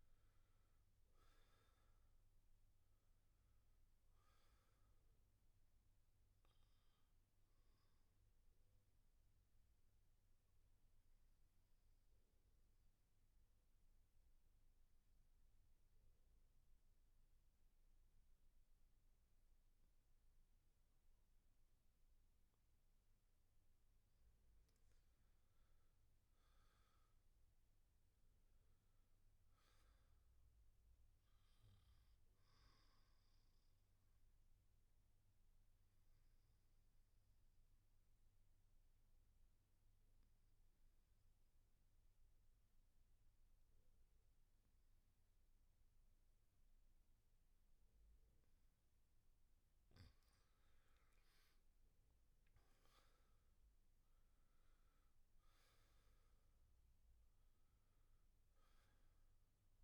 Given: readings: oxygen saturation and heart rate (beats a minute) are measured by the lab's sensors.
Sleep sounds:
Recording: breathing in sleep, hard to hear, by a room microphone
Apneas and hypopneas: 2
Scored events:
0.00-1.00 s: arousal
0.00-15.50 s: oxygen desaturation (device-marked, oxygen 86% lowest, heart rate 62 extreme)
8.00-23.00 s: obstructive apnea (oxygen 99% before, 86% lowest, heart rate 69 before, 62 extreme, up 8 after)
24.50-28.00 s: arousal
29.50-43.50 s: oxygen desaturation (device-marked, oxygen 98% before, 91% lowest, heart rate 65 before, 64 extreme)
33.50-49.50 s: obstructive apnea (oxygen 99% before, 83% lowest, heart rate 66 before, 64 extreme, up 10 after)
50.50-59.84 s: oxygen desaturation (device-marked, oxygen 97% before, 88% lowest, heart rate 67 before, 64 extreme)
51.00-55.00 s: arousal
From the record:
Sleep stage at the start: N2 (light sleep)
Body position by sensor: on the back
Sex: male

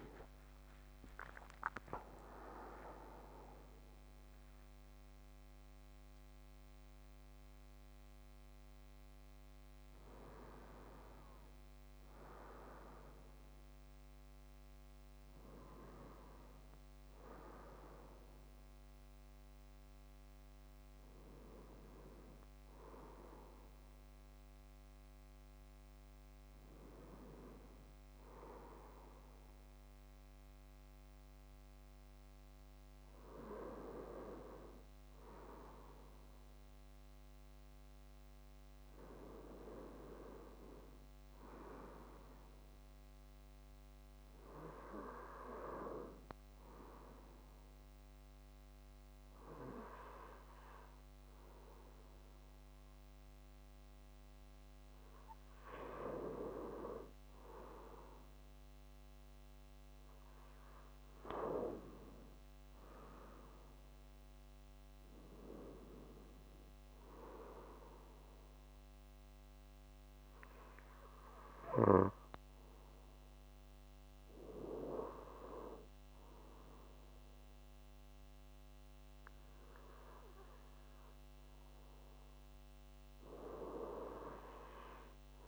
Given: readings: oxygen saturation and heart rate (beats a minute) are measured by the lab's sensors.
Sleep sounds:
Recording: a person partly awake in a sleep study, by a microphone on the trachea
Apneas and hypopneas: 1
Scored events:
19.00-31.00 s: oxygen desaturation (device-marked, oxygen 97% before, 91% lowest, heart rate 80 before, 78 extreme)
21.00-85.48 s: new sleep stage, N2 (light sleep)
46.00-57.00 s: hypopnea (oxygen 97% before, 91% lowest)
58.50-63.50 s: arousal
66.00-80.00 s: oxygen desaturation (device-marked, oxygen 94% before, 91% lowest)
From the record:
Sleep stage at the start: awake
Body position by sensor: on the left side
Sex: male

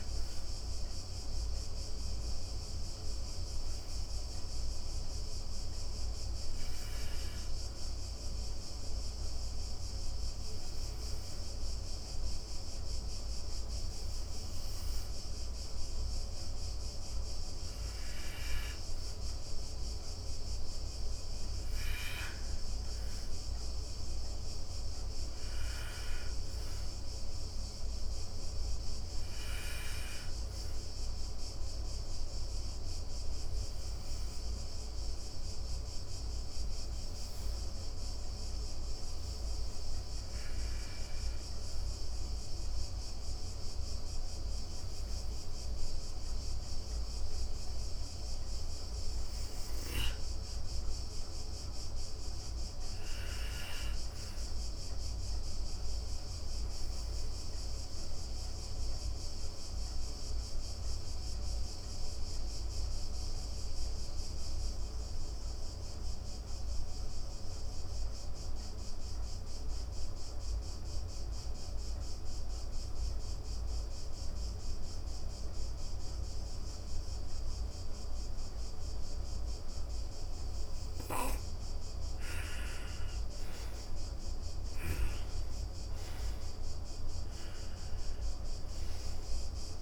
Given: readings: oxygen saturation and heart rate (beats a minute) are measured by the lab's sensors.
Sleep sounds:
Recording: breathing in sleep, hard to hear, by a room microphone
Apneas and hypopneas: 1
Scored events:
0.00-4.00 s: oxygen desaturation (device-marked, oxygen 94% lowest)
26.00-37.00 s: oxygen desaturation (device-marked, oxygen 97% before, 94% lowest)
49.00-68.00 s: oxygen desaturation (device-marked, oxygen 98% before, 94% lowest)
55.50-80.50 s: obstructive apnea (oxygen 98% before, 82% lowest)
78.00-89.81 s: oxygen desaturation (device-marked, oxygen 96% before, 82% lowest)
82.00-87.00 s: arousal
From the record:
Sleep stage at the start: N2 (light sleep)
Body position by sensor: on the back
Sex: female

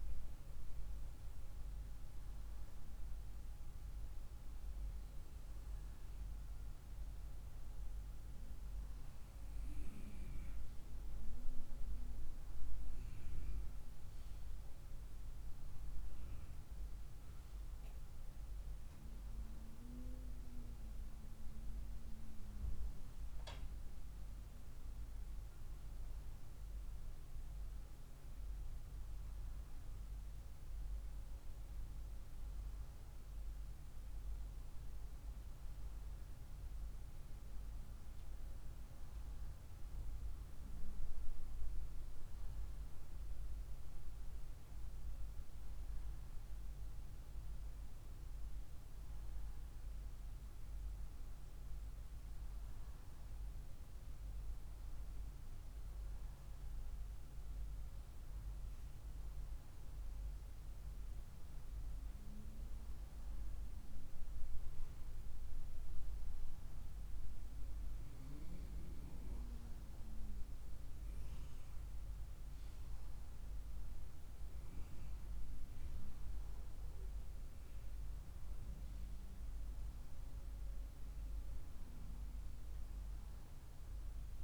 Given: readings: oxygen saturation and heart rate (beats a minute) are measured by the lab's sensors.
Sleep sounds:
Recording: breathing in sleep, hard to hear, by a room microphone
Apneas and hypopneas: none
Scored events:
none scored
From the record:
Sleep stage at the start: N1 (lightest sleep)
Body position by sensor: on the right side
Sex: female

